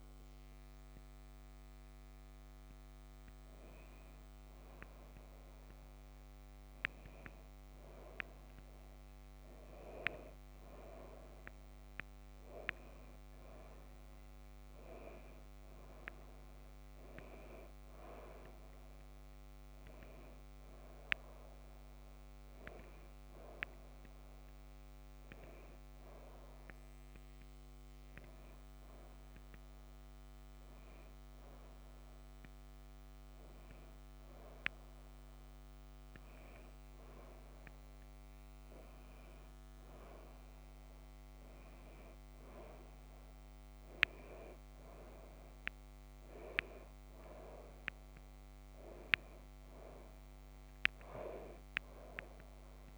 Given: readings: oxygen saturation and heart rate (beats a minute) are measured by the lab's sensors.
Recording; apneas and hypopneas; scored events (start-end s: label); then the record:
breathing in sleep by a microphone on the trachea; none
28.50-42.50 s: oxygen desaturation (device-marked, oxygen 97% before, 92% lowest)
49.50-52.98 s: oxygen desaturation (device-marked, oxygen 94% before, 90% lowest)
From the record:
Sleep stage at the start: N2 (light sleep); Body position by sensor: on the back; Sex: female